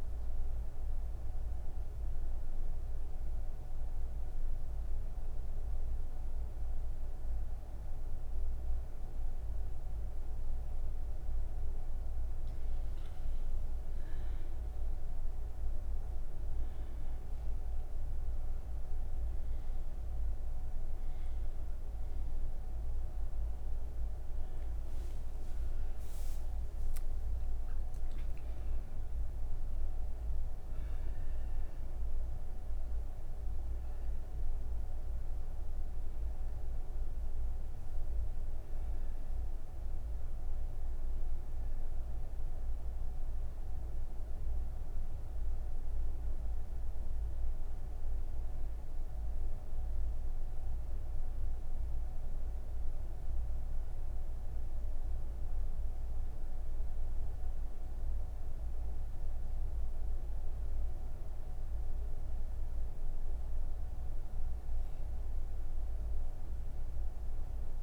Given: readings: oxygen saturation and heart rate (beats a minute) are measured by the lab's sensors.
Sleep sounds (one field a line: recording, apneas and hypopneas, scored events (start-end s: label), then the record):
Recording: breathing in sleep, hard to hear, by a room microphone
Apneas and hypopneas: none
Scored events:
52.00-67.83 s: new sleep stage, N2 (light sleep)
53.00-67.83 s: oxygen desaturation (device-marked, oxygen 94% before, 89% lowest)
From the record:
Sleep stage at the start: N1 (lightest sleep)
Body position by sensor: on the right side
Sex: female